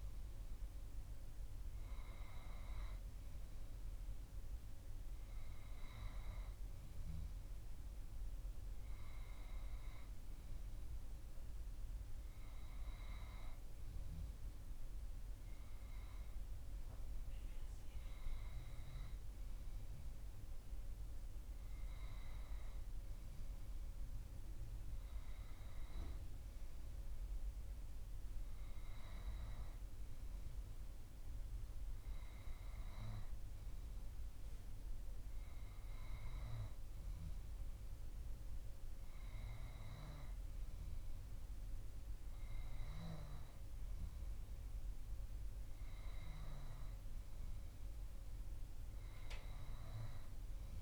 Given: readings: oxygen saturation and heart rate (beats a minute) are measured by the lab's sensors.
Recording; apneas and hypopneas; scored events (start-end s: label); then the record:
breathing in sleep, hard to hear, by a room microphone; none
none scored
From the record:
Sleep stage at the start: N2 (light sleep); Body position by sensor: on the back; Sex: male